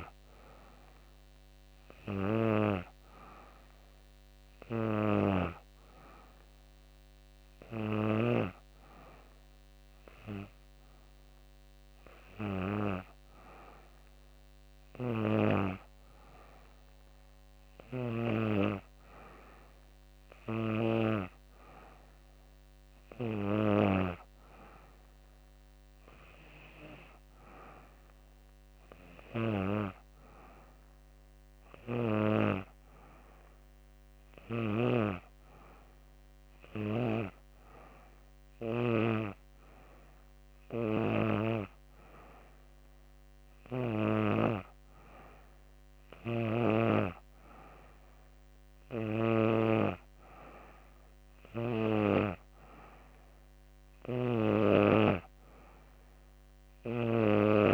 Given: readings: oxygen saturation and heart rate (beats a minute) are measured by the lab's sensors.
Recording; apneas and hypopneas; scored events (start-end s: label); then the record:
breathing in sleep by a microphone on the trachea; none
none scored
From the record:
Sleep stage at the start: N2 (light sleep); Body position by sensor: on the back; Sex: female